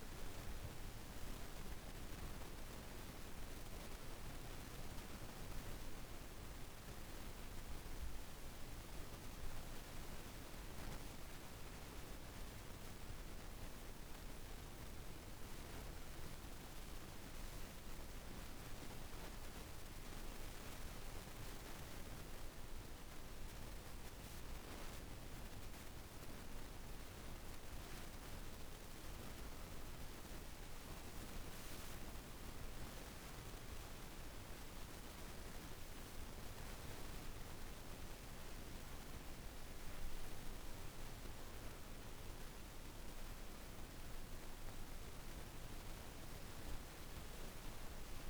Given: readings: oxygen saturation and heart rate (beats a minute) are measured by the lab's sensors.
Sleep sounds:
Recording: breathing in sleep, hard to hear, by a room microphone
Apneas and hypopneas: none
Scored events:
0.00-5.00 s: oxygen desaturation (device-marked, oxygen 91% lowest)
From the record:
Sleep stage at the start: N2 (light sleep)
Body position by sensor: on the right side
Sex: female

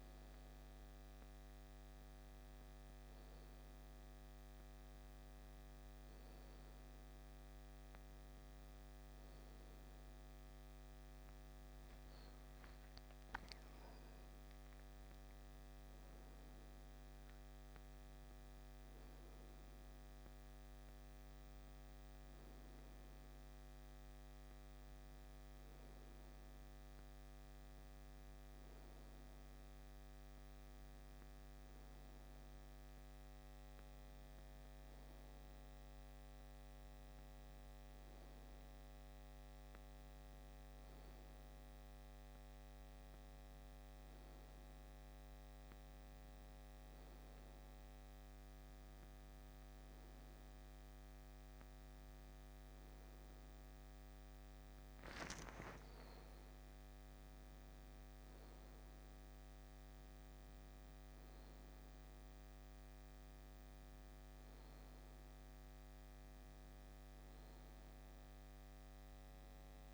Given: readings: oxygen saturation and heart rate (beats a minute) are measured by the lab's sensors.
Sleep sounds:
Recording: breathing in sleep, hard to hear, by a microphone on the trachea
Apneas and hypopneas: none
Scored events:
5.50-36.50 s: oxygen desaturation (device-marked, oxygen 99% before, 94% lowest, heart rate 72 before, 70 extreme)
10.50-69.94 s: new sleep stage, N2 (light sleep)
53.50-57.00 s: arousal
From the record:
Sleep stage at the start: N1 (lightest sleep)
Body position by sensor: on the back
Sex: male

